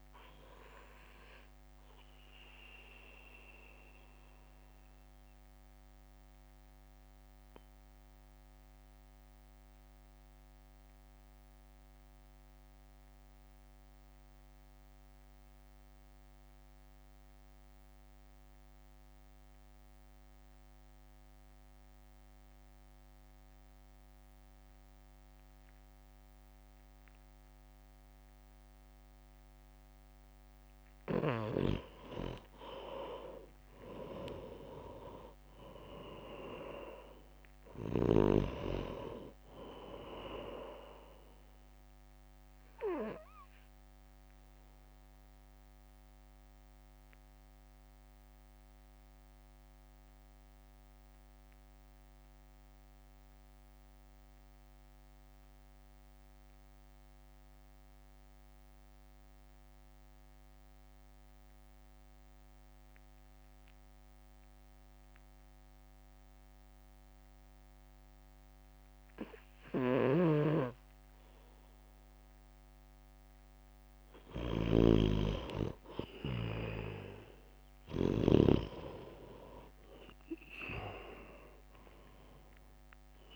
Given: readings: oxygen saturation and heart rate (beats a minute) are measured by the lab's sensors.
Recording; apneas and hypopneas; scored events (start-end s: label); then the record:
breathing in sleep by a microphone on the trachea; 2
0.00-5.00 s: drop in pulse transit time (device-marked, heart rate 49 extreme)
0.00-21.00 s: oxygen desaturation (device-marked, oxygen 90% lowest, heart rate 48 extreme)
1.00-30.00 s: mixed apnea (oxygen 99% before, 90% lowest, heart rate 59 before, 48 extreme, up 2 after)
35.00-48.00 s: drop in pulse transit time (device-marked, heart rate 59 before, 48 extreme)
36.00-39.50 s: arousal
36.00-49.00 s: oxygen desaturation (device-marked, oxygen 98% before, 92% lowest, heart rate 59 before, 48 extreme)
43.00-72.00 s: mixed apnea (oxygen 98% before, 91% lowest, heart rate 57 before, 56 extreme, up 0 after)
54.00-66.00 s: oxygen desaturation (device-marked, oxygen 94% before, 91% lowest, heart rate 55 before, 57 extreme)
68.00-83.36 s: oxygen desaturation (device-marked, oxygen 98% before, 92% lowest, heart rate 58 before, 56 extreme)
70.00-78.50 s: snoring (device-marked)
76.00-79.50 s: arousal
80.00-83.36 s: drop in pulse transit time (device-marked, heart rate 59 before, 57 extreme)
From the record:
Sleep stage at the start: N2 (light sleep); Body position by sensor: on the right side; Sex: male